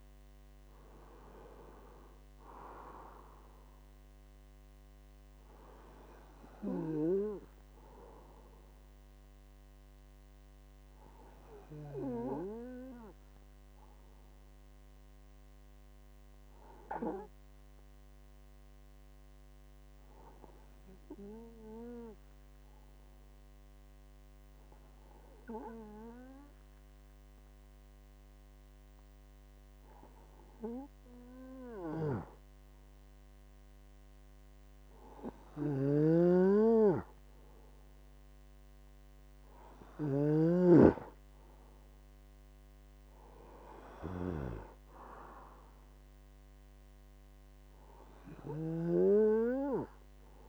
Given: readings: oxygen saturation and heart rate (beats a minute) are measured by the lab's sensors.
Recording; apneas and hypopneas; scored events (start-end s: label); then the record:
breathing in sleep by a microphone on the trachea; 1
15.50-31.50 s: hypopnea (oxygen 99% before, 95% lowest, heart rate 70 before, 61 extreme, up 16 after)
33.50-37.50 s: arousal
35.50-40.50 s: snoring (device-marked)
From the record:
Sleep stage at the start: N2 (light sleep); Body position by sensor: on the right side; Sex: male